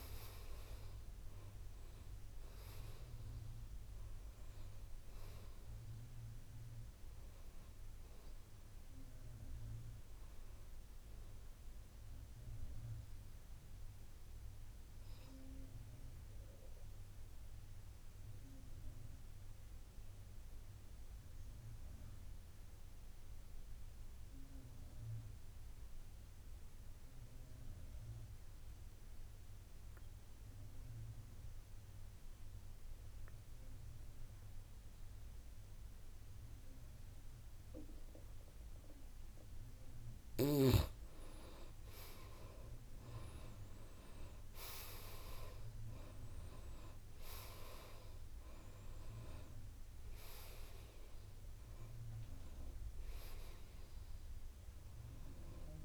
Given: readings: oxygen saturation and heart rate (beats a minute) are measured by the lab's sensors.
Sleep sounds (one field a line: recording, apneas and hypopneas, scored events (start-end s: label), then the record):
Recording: breathing in sleep by a room microphone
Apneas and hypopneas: 1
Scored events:
0.00-20.50 s: oxygen desaturation (device-marked, oxygen 84% lowest, heart rate 57 extreme)
13.00-40.00 s: obstructive apnea (oxygen 95% before, 81% lowest, heart rate 68 before, 55 extreme, up 12 after)
37.50-55.85 s: oxygen desaturation (device-marked, oxygen 100% before, 81% lowest, heart rate 58 before, 53 extreme)
42.50-46.50 s: arousal
From the record:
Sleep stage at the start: N2 (light sleep)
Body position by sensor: on the back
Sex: male